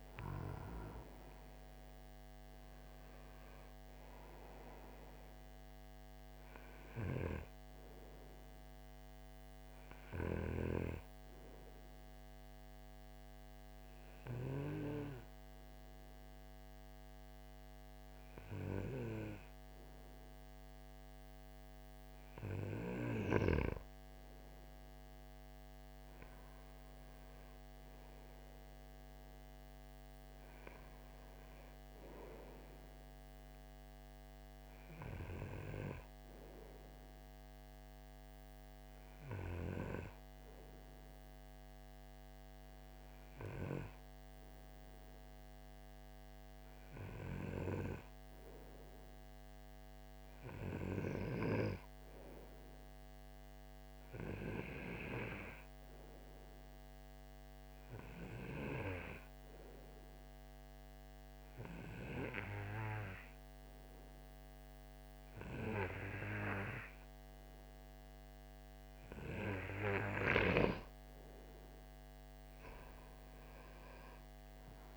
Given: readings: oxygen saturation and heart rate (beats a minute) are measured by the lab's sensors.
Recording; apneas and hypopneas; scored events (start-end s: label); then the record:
breathing in sleep by a microphone on the trachea; 2
0.00-1.50 s: arousal
10.50-21.50 s: obstructive apnea (oxygen 93% before, 90% lowest, heart rate 61 before, 52 extreme, up 6 after)
24.00-28.50 s: arousal
52.00-69.00 s: obstructive apnea (oxygen 95% before, 89% lowest, heart rate 55 before, 52 extreme, up 11 after)
66.50-74.96 s: oxygen desaturation (device-marked, oxygen 94% before, 90% lowest, heart rate 56 before, 52 extreme)
71.50-74.96 s: arousal
From the record:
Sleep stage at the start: N2 (light sleep); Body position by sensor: on the right side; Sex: male